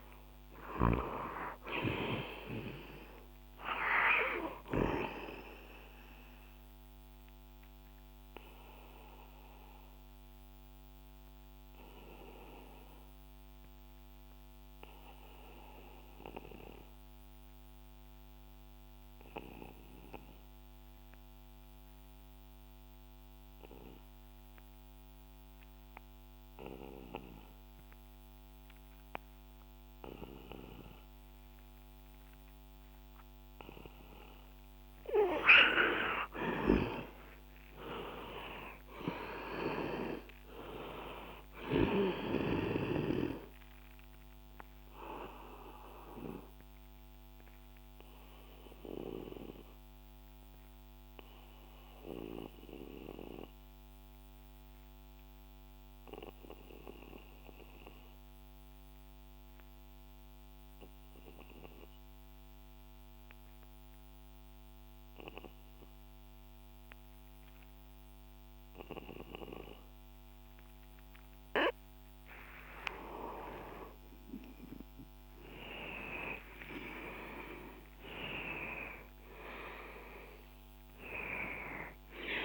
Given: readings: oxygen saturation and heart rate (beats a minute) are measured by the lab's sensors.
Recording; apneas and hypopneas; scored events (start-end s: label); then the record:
breathing in sleep by a microphone on the trachea; 2
0.00-29.00 s: oxygen desaturation (device-marked, oxygen 88% lowest, heart rate 60 extreme)
7.50-34.50 s: obstructive apnea (oxygen 99% before, 88% lowest, heart rate 66 before, 60 extreme, up 9 after)
37.00-41.00 s: arousal
45.50-71.50 s: obstructive apnea (oxygen 99% before, 89% lowest, heart rate 70 before, 60 extreme, up 10 after)
61.00-67.00 s: oxygen desaturation (device-marked, oxygen 93% before, 89% lowest, heart rate 67 before, 64 extreme)
73.00-77.50 s: arousal
From the record:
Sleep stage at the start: N2 (light sleep); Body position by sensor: on the back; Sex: male